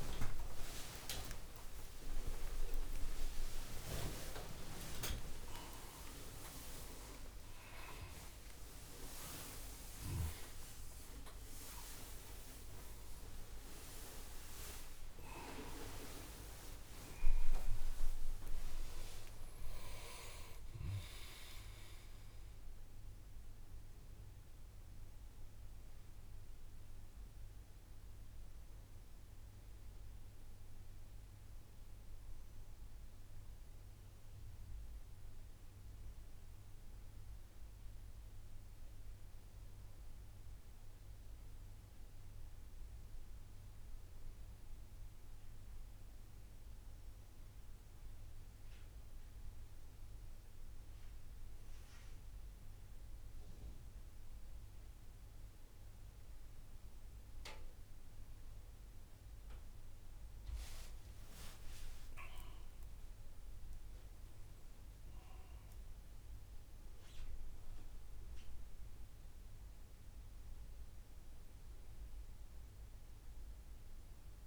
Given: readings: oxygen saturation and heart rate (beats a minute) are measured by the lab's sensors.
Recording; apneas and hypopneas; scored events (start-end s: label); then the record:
a person partly awake in a sleep study, by a room microphone; none
6.50-36.50 s: new sleep stage, awake
36.50-74.47 s: new sleep stage, N2 (light sleep)
51.50-74.47 s: oxygen desaturation (device-marked, oxygen 97% before, 93% lowest, heart rate 65 before, 61 extreme)
57.50-61.00 s: arousal
From the record:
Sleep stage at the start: N2 (light sleep); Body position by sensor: on the back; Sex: male